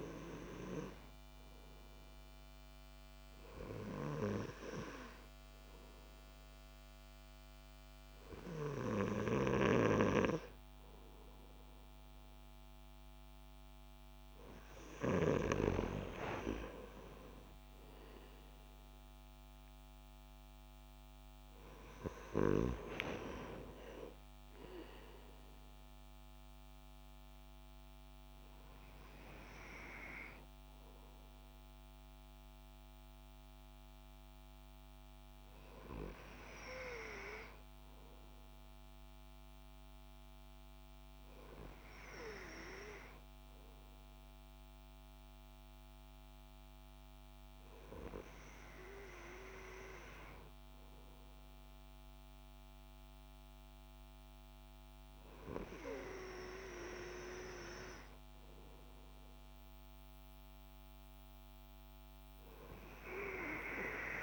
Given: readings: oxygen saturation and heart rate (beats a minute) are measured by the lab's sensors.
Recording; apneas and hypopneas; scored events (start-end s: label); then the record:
breathing in sleep by a microphone on the trachea; none
none scored
From the record:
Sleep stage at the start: N2 (light sleep); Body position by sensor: on the left side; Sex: male